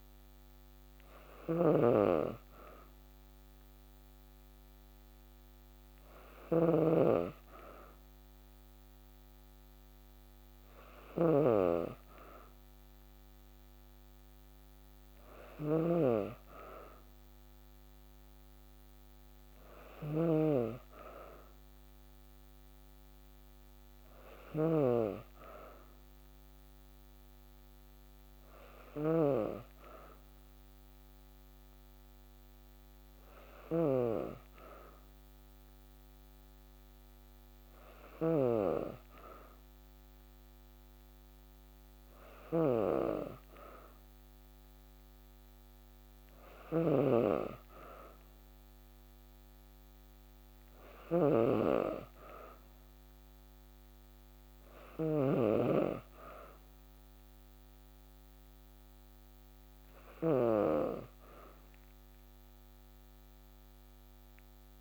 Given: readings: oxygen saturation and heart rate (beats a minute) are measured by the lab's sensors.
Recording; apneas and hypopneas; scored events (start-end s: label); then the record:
breathing in sleep by a microphone on the trachea; none
0.00-64.81 s: snoring (device-marked)
From the record:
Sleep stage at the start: N2 (light sleep); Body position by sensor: on the back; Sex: female